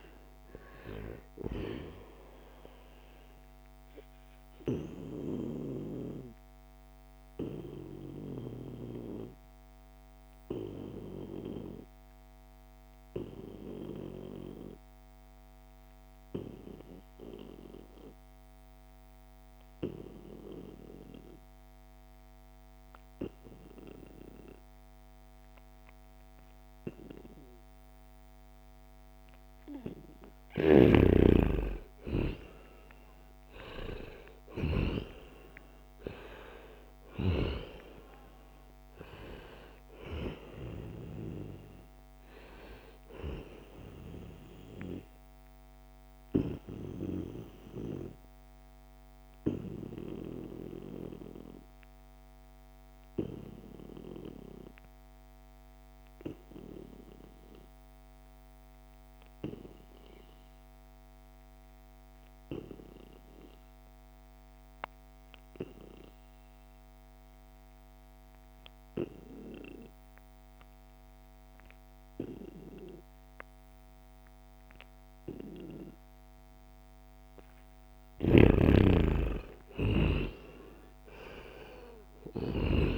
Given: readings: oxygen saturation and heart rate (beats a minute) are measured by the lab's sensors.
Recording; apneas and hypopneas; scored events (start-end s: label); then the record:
breathing in sleep by a microphone on the trachea; 2
0.00-14.50 s: oxygen desaturation (device-marked, oxygen 90% lowest, heart rate 72 extreme)
4.00-29.50 s: obstructive apnea (oxygen 97% before, 89% lowest, heart rate 76 before, 72 extreme, up 3 after)
27.50-55.50 s: oxygen desaturation (device-marked, oxygen 97% before, 89% lowest, heart rate 74 before, 68 extreme)
31.00-36.50 s: arousal
45.00-77.50 s: obstructive apnea (oxygen 97% before, 86% lowest, heart rate 76 before, 68 extreme, up 6 after)
71.50-82.98 s: oxygen desaturation (device-marked, oxygen 96% before, 86% lowest, heart rate 72 before, 68 extreme)
78.00-82.50 s: snoring (device-marked)
79.00-82.98 s: arousal
From the record:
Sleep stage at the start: N2 (light sleep); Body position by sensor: on the right side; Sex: male